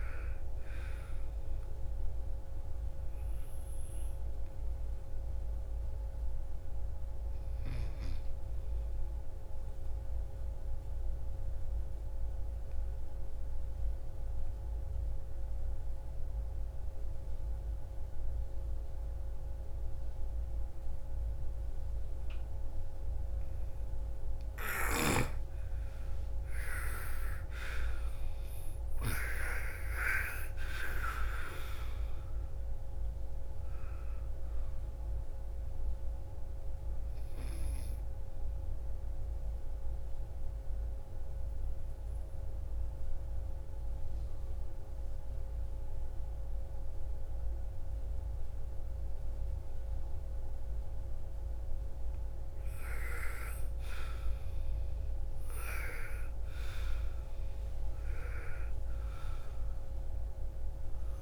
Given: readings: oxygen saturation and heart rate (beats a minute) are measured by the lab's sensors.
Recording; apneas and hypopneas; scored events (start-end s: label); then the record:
breathing in sleep by a room microphone; 2
3.00-11.00 s: oxygen desaturation (device-marked, oxygen 98% before, 92% lowest, heart rate 63 before, 57 extreme)
11.00-23.50 s: obstructive apnea (oxygen 98% before, 85% lowest, heart rate 65 before, 57 extreme, up 12 after)
23.00-55.00 s: oxygen desaturation (device-marked, oxygen 98% before, 85% lowest, heart rate 59 before, 48 extreme)
26.50-30.50 s: arousal
38.50-51.50 s: obstructive apnea (oxygen 98% before, 85% lowest, heart rate 64 before, 56 extreme, up 14 after)
53.50-57.00 s: arousal
From the record:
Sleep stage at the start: N2 (light sleep); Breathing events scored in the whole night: 736 in 7.4 hours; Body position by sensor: on the right side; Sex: female